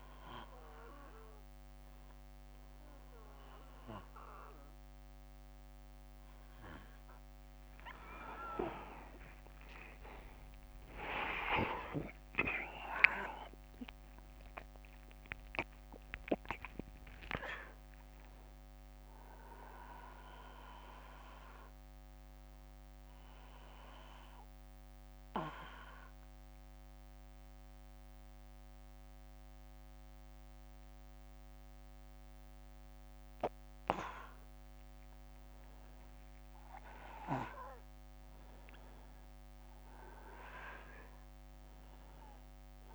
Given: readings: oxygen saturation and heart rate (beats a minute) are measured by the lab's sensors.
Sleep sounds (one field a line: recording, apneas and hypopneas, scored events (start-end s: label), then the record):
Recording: breathing in sleep by a microphone on the trachea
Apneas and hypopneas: 1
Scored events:
7.00-11.00 s: arousal
22.50-35.50 s: obstructive apnea (oxygen 96% before, 95% lowest, heart rate 72 before, 60 extreme, up 8 after)
From the record:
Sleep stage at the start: N1 (lightest sleep)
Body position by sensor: on the back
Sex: male